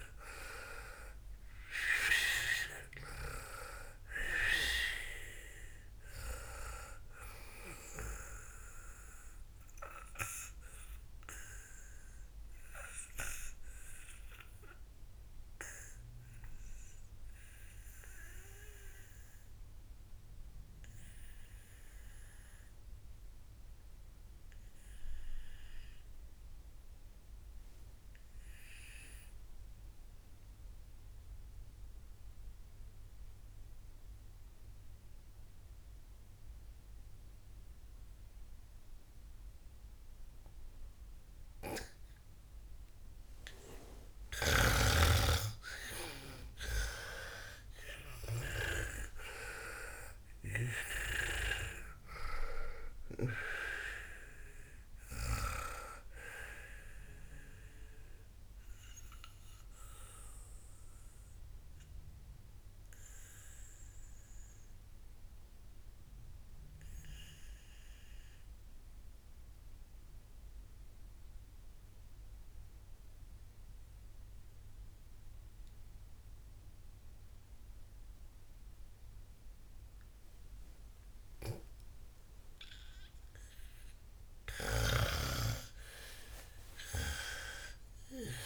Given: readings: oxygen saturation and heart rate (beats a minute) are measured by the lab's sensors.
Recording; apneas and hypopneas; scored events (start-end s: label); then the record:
breathing in sleep by a room microphone; 2
0.00-1.50 s: arousal
0.00-22.50 s: oxygen desaturation (device-marked, oxygen 90% lowest, heart rate 55 extreme)
10.00-44.50 s: obstructive apnea (oxygen 98% before, 89% lowest, heart rate 82 before, 54 extreme, up 45 after)
40.50-70.50 s: oxygen desaturation (device-marked, oxygen 98% before, 89% lowest, heart rate 60 before, 54 extreme)
42.00-49.50 s: snoring (device-marked)
46.50-50.50 s: arousal
51.50-56.00 s: snoring (device-marked)
58.00-83.50 s: obstructive apnea (oxygen 99% before, 89% lowest, heart rate 84 before, 54 extreme)
82.00-85.50 s: snoring (device-marked)
86.00-88.45 s: arousal
From the record:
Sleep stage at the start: N2 (light sleep); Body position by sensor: on the back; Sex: female